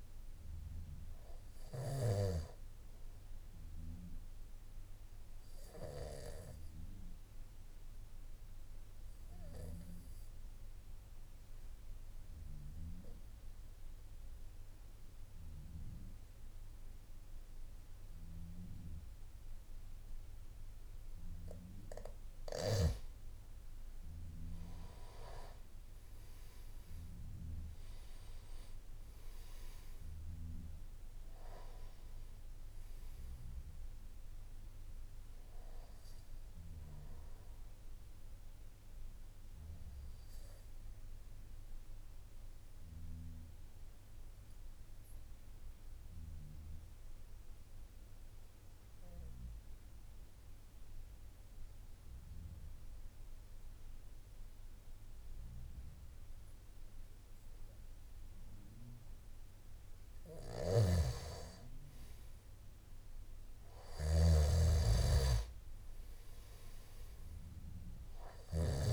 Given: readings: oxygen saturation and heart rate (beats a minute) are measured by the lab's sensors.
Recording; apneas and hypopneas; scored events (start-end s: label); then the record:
breathing in sleep by a room microphone; 2
2.00-19.00 s: oxygen desaturation (device-marked, oxygen 98% before, 93% lowest, heart rate 53 before, 51 extreme)
5.00-21.00 s: obstructive apnea (oxygen 98% before, 91% lowest, heart rate 53 before, 51 extreme, up 8 after)
22.00-68.93 s: new sleep stage, N1 (lightest sleep)
31.00-52.00 s: oxygen desaturation (device-marked, oxygen 97% before, 91% lowest, heart rate 55 before, 51 extreme)
40.50-58.50 s: obstructive apnea (oxygen 97% before, 91% lowest, heart rate 55 before, 52 extreme, up 7 after)
60.50-68.50 s: snoring (device-marked)
65.00-68.93 s: oxygen desaturation (device-marked, oxygen 98% before, 93% lowest, heart rate 53 before, 52 extreme)
From the record:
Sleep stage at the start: N3 (deep sleep); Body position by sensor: on the back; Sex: male